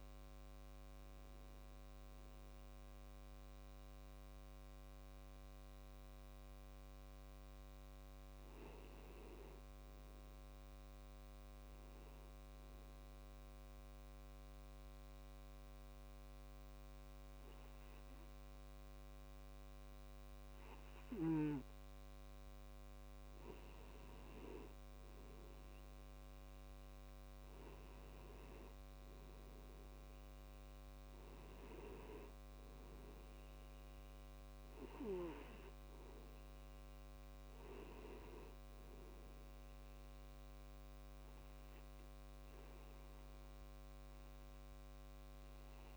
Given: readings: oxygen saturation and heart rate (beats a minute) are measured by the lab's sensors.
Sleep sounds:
breathing in sleep by a microphone on the trachea; 1
12.00-23.00 s: obstructive apnea (oxygen 98% before, 91% lowest)
26.00-29.50 s: arousal
30.00-45.97 s: new sleep stage, N2 (light sleep)
30.00-45.97 s: oxygen desaturation (device-marked, oxygen 96% before, 92% lowest)
From the record:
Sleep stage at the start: N1 (lightest sleep); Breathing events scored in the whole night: 298 in 4.2 hours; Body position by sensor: on the back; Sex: male

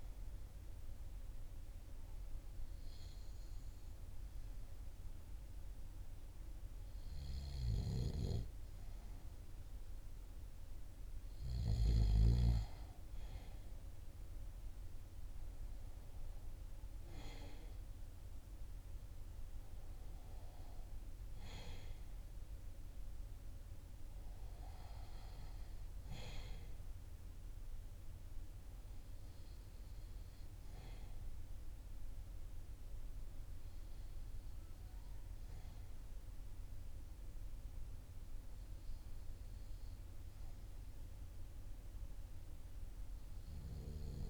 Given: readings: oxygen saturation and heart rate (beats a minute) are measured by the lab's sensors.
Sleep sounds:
breathing in sleep by a room microphone; none
0.00-1.50 s: arousal
0.50-34.50 s: oxygen desaturation (device-marked, oxygen 95% before, 90% lowest, heart rate 39 before, 39 extreme)
From the record:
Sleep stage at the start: REM sleep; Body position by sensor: on the back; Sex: male

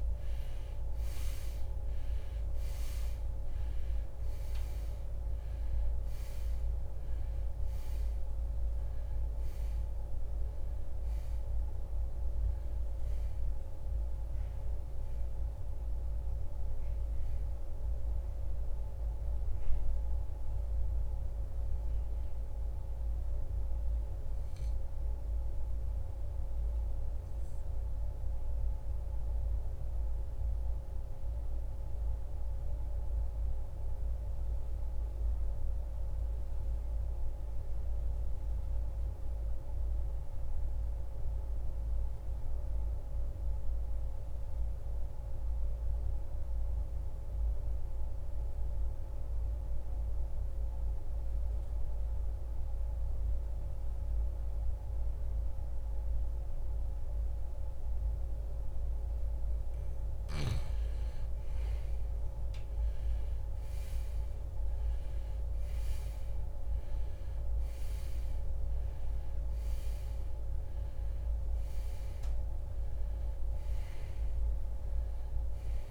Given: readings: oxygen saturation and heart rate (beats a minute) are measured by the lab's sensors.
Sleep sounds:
breathing in sleep, hard to hear, by a room microphone; 1
0.00-35.00 s: oxygen desaturation (device-marked, oxygen 79% lowest, heart rate 48 extreme)
24.50-60.00 s: obstructive apnea (oxygen 94% before, 79% lowest, heart rate 83 before, 48 extreme, up 22 after)
56.00-75.91 s: oxygen desaturation (device-marked, oxygen 98% before, 82% lowest, heart rate 62 before, 54 extreme)
62.00-66.50 s: arousal
From the record:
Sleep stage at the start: N2 (light sleep); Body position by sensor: on the right side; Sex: male

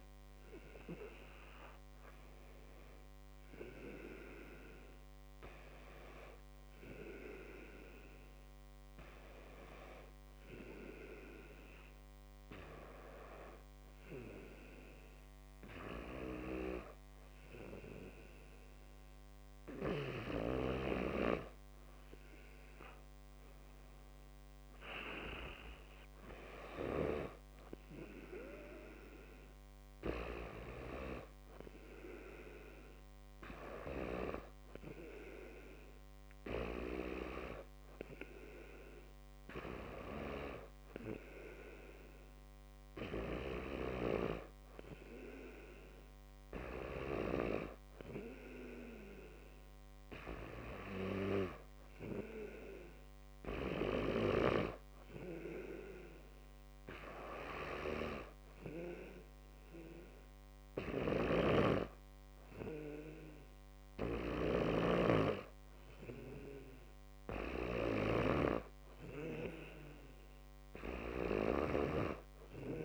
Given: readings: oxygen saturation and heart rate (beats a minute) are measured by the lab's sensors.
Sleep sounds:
breathing in sleep by a microphone on the trachea; 1
0.00-18.00 s: oxygen desaturation (device-marked, oxygen 89% lowest, heart rate 52 extreme)
10.50-21.50 s: hypopnea (oxygen 97% before, 89% lowest, heart rate 59 before, 52 extreme, up 12 after)
23.00-26.00 s: arousal
From the record:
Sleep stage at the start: N2 (light sleep); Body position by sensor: on the back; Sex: male

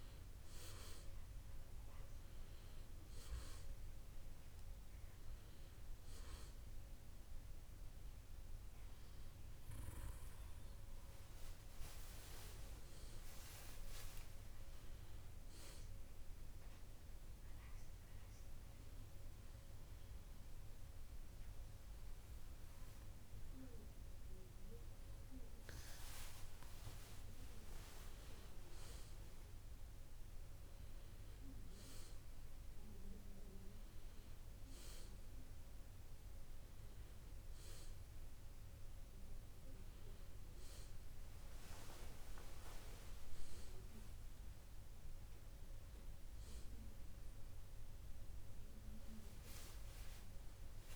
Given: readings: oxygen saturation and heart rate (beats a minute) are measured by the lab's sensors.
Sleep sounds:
breathing in sleep by a room microphone; 1
18.50-29.50 s: obstructive apnea (oxygen 96% before, 93% lowest, heart rate 64 before, 59 extreme, up 8 after)
32.50-36.00 s: arousal
From the record:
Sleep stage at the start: N2 (light sleep); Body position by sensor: on the back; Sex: male

